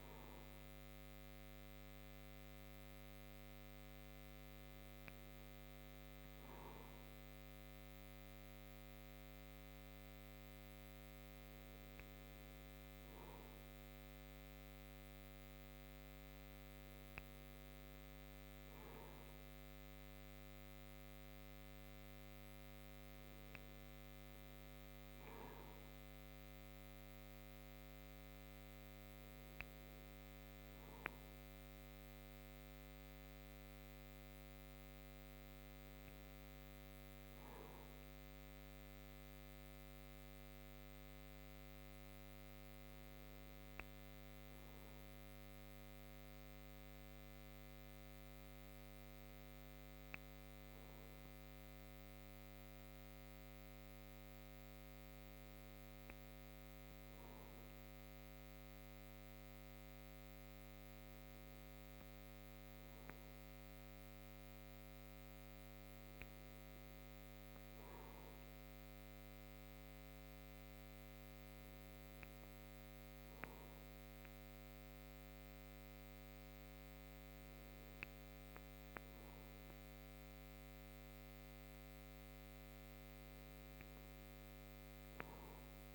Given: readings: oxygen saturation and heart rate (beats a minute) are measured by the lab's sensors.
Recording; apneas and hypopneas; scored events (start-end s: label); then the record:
breathing in sleep, hard to hear, by a microphone on the trachea; none
0.50-85.95 s: new sleep stage, N3 (deep sleep)
From the record:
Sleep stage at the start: N1 (lightest sleep); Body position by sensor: on the back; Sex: male